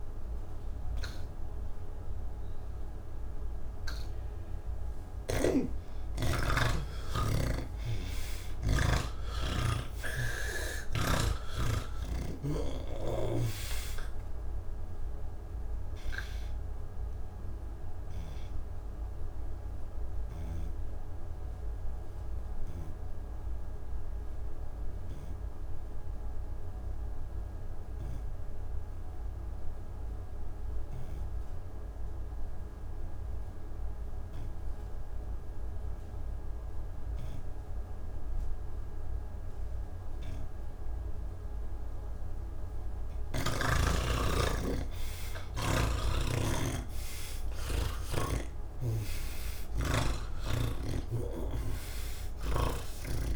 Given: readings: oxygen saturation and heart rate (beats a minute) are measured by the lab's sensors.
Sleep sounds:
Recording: breathing in sleep by a room microphone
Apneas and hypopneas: none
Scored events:
2.00-35.00 s: oxygen desaturation (device-marked, oxygen 98% before, 82% lowest, heart rate 72 before, 65 extreme)
42.00-53.36 s: oxygen desaturation (device-marked, oxygen 98% before, 83% lowest, heart rate 71 before, 61 extreme)
From the record:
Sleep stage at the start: N2 (light sleep)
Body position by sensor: on the back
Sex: male

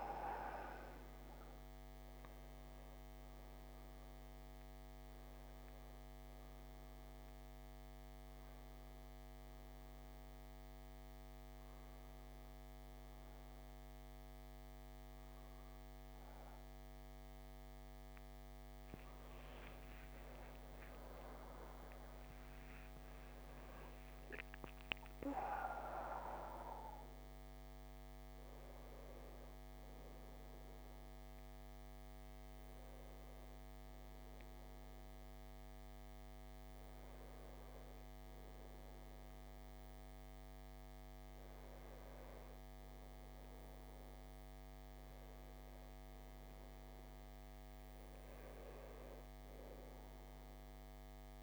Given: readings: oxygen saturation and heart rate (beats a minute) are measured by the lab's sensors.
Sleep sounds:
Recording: breathing in sleep by a microphone on the trachea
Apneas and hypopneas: 1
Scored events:
0.00-17.00 s: oxygen desaturation (device-marked, oxygen 87% lowest, heart rate 60 extreme)
6.50-18.50 s: hypopnea (oxygen 98% before, 87% lowest, heart rate 62 before, 60 extreme, up 10 after)
7.00-51.42 s: new sleep stage, N1 (lightest sleep)
20.00-25.50 s: arousal
From the record:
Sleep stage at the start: N2 (light sleep)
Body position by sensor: on the back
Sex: male

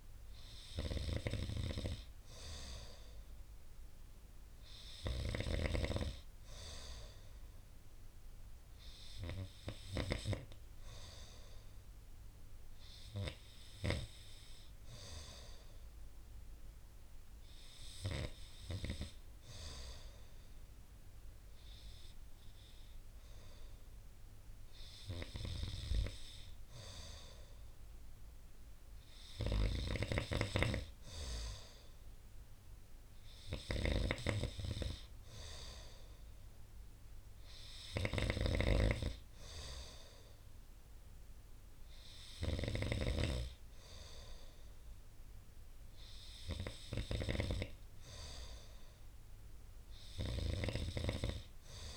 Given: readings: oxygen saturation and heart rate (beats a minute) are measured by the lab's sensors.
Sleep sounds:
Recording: breathing in sleep by a room microphone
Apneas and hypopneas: none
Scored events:
38.00-43.00 s: snoring (device-marked)
From the record:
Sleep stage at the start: N2 (light sleep)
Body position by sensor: on the right side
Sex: male

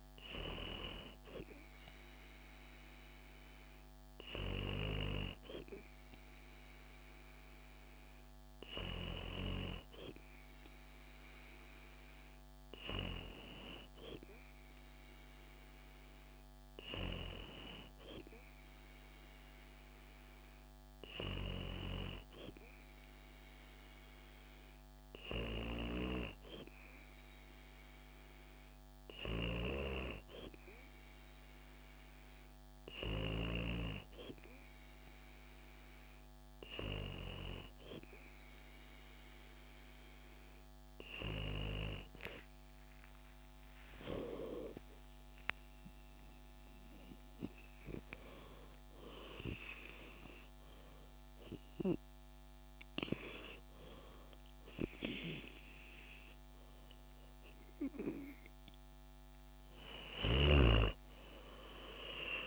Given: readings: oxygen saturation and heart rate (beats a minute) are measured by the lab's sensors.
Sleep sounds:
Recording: breathing in sleep by a microphone on the trachea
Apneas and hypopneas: none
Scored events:
31.00-62.47 s: new sleep stage, N2 (light sleep)
43.50-50.00 s: arousal
From the record:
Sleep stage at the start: N3 (deep sleep)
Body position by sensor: on the back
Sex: female

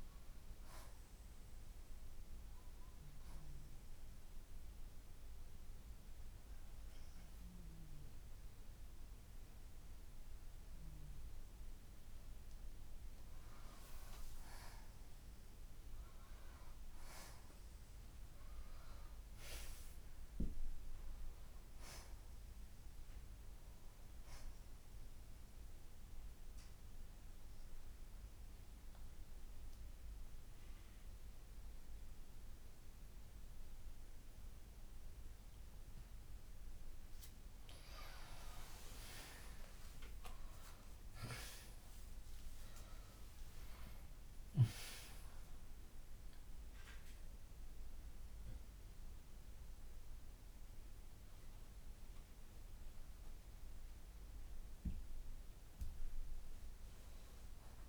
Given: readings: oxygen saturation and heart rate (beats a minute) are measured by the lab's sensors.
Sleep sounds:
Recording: breathing in sleep by a room microphone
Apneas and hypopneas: 2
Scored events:
0.00-2.00 s: oxygen desaturation (device-marked, oxygen 87% lowest, heart rate 59 extreme)
2.00-13.50 s: hypopnea (oxygen 94% before, 85% lowest, heart rate 72 before, 59 extreme, up 4 after)
10.00-19.00 s: oxygen desaturation (device-marked, oxygen 94% before, 90% lowest, heart rate 69 before, 58 extreme)
16.50-20.50 s: arousal
25.00-36.50 s: central apnea (oxygen 94% before, 85% lowest, heart rate 65 before, 58 extreme, up 4 after)
26.00-38.00 s: oxygen desaturation (device-marked, oxygen 92% before, 85% lowest, heart rate 65 before, 58 extreme)
40.50-44.50 s: arousal
From the record:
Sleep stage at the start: N2 (light sleep)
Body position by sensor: on the left side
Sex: male

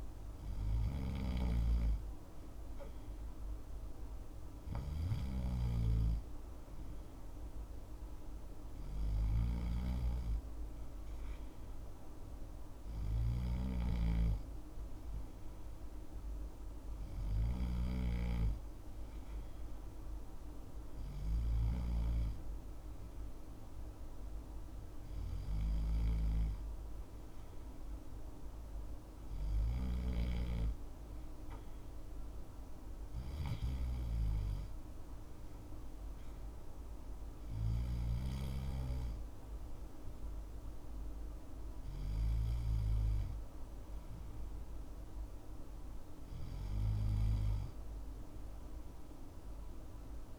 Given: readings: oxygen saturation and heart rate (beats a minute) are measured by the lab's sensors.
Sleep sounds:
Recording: breathing in sleep by a room microphone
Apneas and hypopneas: none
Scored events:
none scored
From the record:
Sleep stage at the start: N2 (light sleep)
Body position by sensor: on the left side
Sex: male

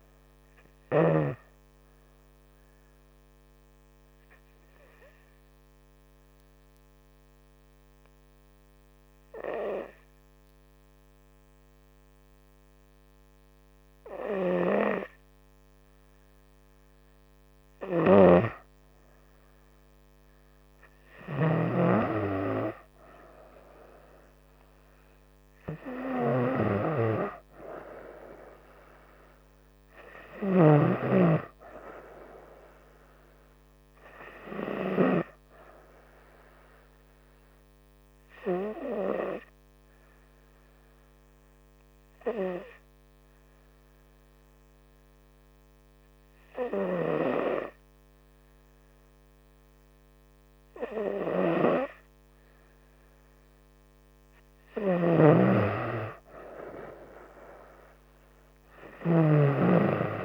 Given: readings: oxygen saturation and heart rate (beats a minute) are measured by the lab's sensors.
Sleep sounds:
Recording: breathing in sleep by a microphone on the trachea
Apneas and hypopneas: 2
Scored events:
0.00-9.50 s: oxygen desaturation (device-marked, oxygen 92% lowest, heart rate 68 extreme)
3.50-19.00 s: hypopnea (oxygen 98% before, 92% lowest, heart rate 74 before, 68 extreme, up 2 after)
18.00-21.50 s: snoring (device-marked)
23.50-28.00 s: arousal
25.50-44.50 s: oxygen desaturation (device-marked, oxygen 98% before, 94% lowest, heart rate 68 before, 66 extreme)
38.00-52.50 s: hypopnea (oxygen 98% before, 94% lowest, heart rate 70 before, 66 extreme, up 3 after)
55.00-59.00 s: arousal
55.00-59.50 s: snoring (device-marked)
From the record:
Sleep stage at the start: N2 (light sleep)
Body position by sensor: on the front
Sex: female

